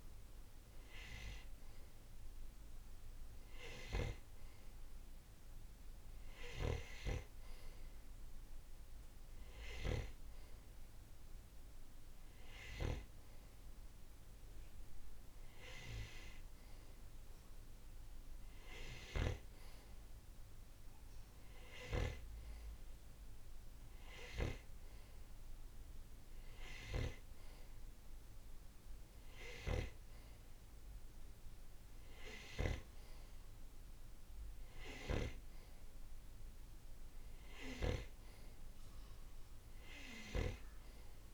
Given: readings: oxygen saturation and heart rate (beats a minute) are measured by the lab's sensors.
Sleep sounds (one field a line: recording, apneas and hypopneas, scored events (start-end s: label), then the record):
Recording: breathing in sleep by a room microphone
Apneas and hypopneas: none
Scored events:
none scored
From the record:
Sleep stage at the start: N2 (light sleep)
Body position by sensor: on the right side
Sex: male